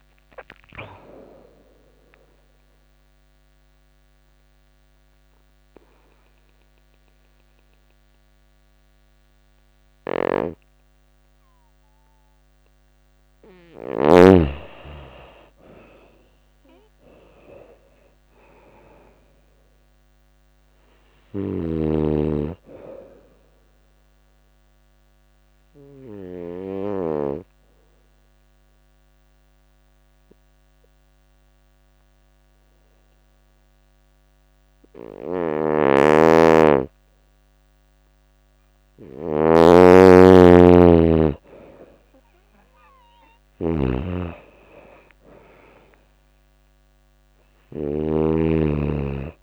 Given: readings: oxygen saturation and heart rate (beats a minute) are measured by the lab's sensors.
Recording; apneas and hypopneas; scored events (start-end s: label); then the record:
breathing in sleep by a microphone on the trachea; 2
0.00-14.50 s: oxygen desaturation (device-marked, oxygen 89% lowest, heart rate 83 extreme)
1.00-12.00 s: obstructive apnea (oxygen 97% before, 88% lowest, heart rate 84 before, 83 extreme, up 5 after)
9.50-13.50 s: snoring (device-marked)
14.00-18.50 s: arousal
20.50-26.50 s: snoring (device-marked)
23.00-38.00 s: obstructive apnea (oxygen 97% before, 86% lowest, heart rate 87 before, 83 extreme, up 3 after)
34.50-49.43 s: snoring (device-marked)
39.50-44.00 s: arousal
43.50-49.43 s: oxygen desaturation (device-marked, oxygen 98% before, 88% lowest, heart rate 85 before, 84 extreme)
From the record:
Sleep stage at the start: N2 (light sleep); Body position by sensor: on the right side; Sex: female